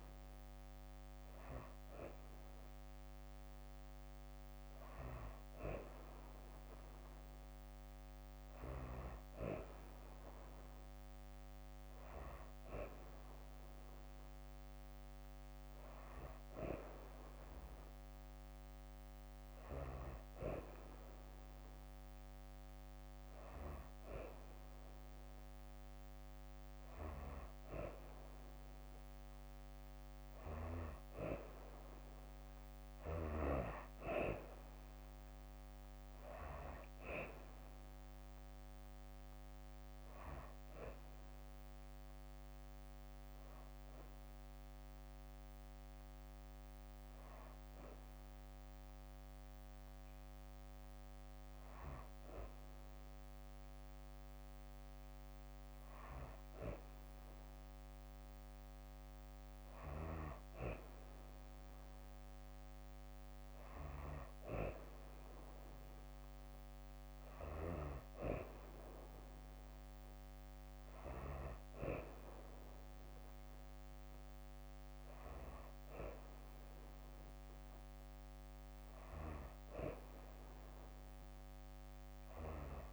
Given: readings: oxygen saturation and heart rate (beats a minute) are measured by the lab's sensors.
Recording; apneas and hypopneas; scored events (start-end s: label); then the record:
breathing in sleep by a microphone on the trachea; none
33.00-45.00 s: drop in pulse transit time (device-marked, heart rate 68 before, 64 extreme)
From the record:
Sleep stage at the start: N2 (light sleep); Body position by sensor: on the back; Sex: female